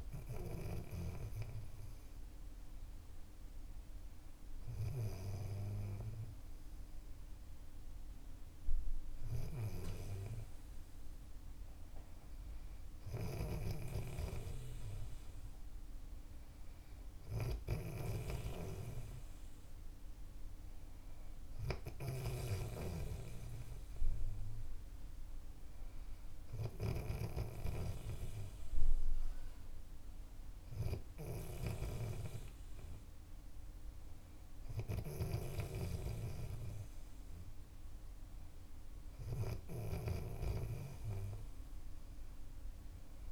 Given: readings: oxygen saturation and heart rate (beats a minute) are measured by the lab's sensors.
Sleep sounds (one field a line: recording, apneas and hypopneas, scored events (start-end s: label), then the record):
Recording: breathing in sleep by a room microphone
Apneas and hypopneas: none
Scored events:
9.50-43.32 s: snoring (device-marked)
From the record:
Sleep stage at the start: N3 (deep sleep)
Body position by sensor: on the back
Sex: male